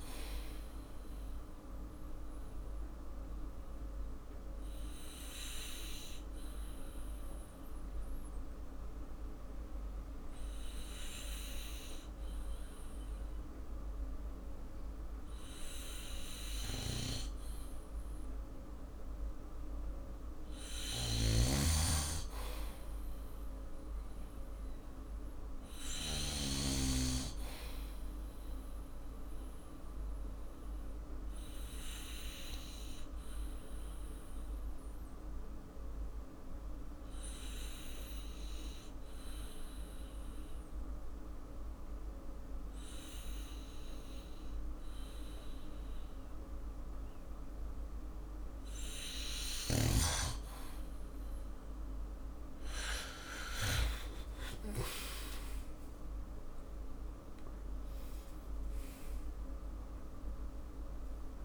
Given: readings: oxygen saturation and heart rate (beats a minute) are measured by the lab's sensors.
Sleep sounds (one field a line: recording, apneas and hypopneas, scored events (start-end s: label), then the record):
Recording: breathing in sleep by a room microphone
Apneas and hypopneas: 2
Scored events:
1.50-18.50 s: obstructive apnea (oxygen 96% before, 93% lowest, heart rate 56 before, 52 extreme, up 8 after)
16.50-26.50 s: snoring (device-marked)
17.00-24.00 s: oxygen desaturation (device-marked, oxygen 96% before, 93% lowest, heart rate 54 before, 53 extreme)
22.00-26.00 s: arousal
30.00-51.00 s: obstructive apnea (oxygen 96% before, 92% lowest, heart rate 56 before, 51 extreme, up 10 after)
42.00-50.00 s: oxygen desaturation (device-marked, oxygen 97% before, 93% lowest, heart rate 57 before, 51 extreme)
49.50-54.00 s: snoring (device-marked)
52.50-58.00 s: arousal
From the record:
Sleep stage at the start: N2 (light sleep)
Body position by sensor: on the back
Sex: male